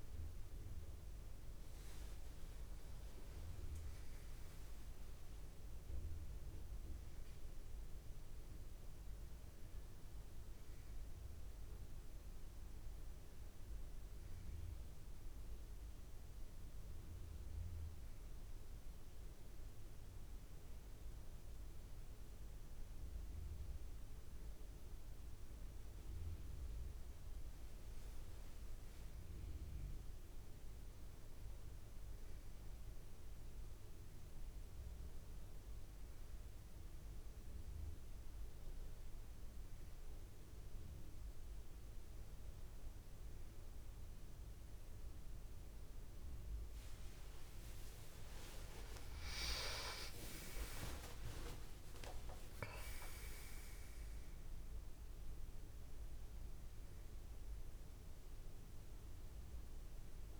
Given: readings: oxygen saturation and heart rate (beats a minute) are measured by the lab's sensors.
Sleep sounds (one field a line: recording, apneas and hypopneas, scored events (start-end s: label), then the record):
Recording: breathing in sleep by a room microphone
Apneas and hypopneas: none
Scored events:
33.50-60.40 s: new sleep stage, N1 (lightest sleep)
49.00-52.50 s: arousal
From the record:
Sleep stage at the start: N2 (light sleep)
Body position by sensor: on the back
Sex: male